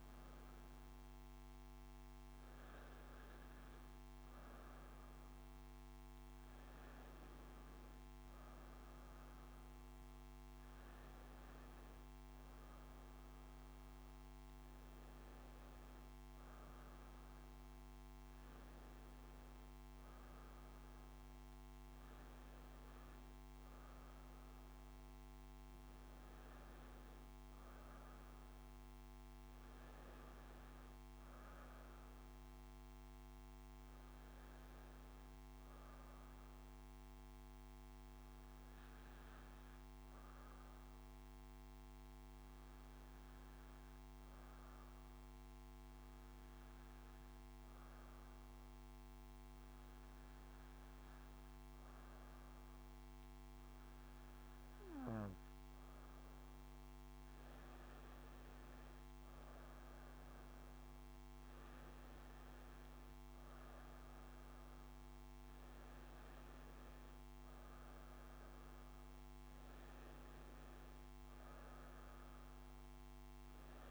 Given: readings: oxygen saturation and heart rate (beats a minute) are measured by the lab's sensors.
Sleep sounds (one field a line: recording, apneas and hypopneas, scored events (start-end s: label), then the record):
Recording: breathing in sleep, hard to hear, by a microphone on the trachea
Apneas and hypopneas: 1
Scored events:
0.00-7.00 s: oxygen desaturation (device-marked, oxygen 93% lowest, heart rate 63 extreme)
31.50-35.00 s: arousal
37.50-55.00 s: hypopnea (oxygen 97% before, 95% lowest, heart rate 64 before, 58 extreme, up 6 after)
57.00-62.50 s: arousal
From the record:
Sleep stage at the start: N2 (light sleep)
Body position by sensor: on the back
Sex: female